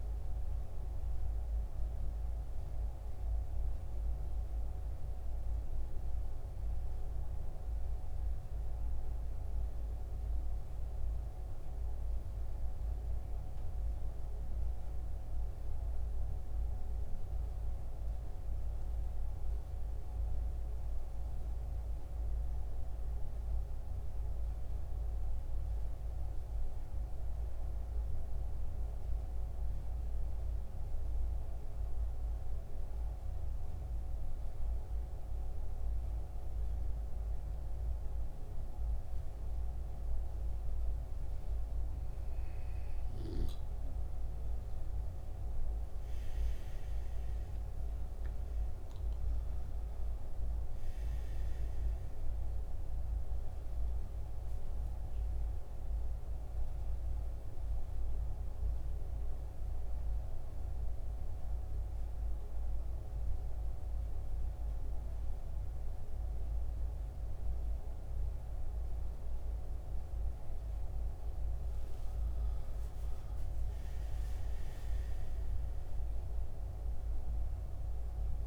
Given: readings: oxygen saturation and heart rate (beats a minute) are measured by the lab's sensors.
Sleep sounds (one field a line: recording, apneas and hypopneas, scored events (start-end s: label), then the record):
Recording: breathing in sleep, hard to hear, by a room microphone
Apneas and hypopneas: 1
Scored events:
0.00-18.00 s: oxygen desaturation (device-marked, oxygen 91% lowest, heart rate 67 extreme)
28.50-40.50 s: central apnea (oxygen 93% before, 86% lowest, heart rate 72 before, 67 extreme, up 13 after)
29.00-42.00 s: oxygen desaturation (device-marked, oxygen 92% before, 89% lowest, heart rate 72 before, 67 extreme)
43.50-47.50 s: arousal
52.00-74.00 s: oxygen desaturation (device-marked, oxygen 92% before, 86% lowest, heart rate 72 before, 71 extreme)
58.00-78.47 s: new sleep stage, N1 (lightest sleep)
From the record:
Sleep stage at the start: N2 (light sleep)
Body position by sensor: on the back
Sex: male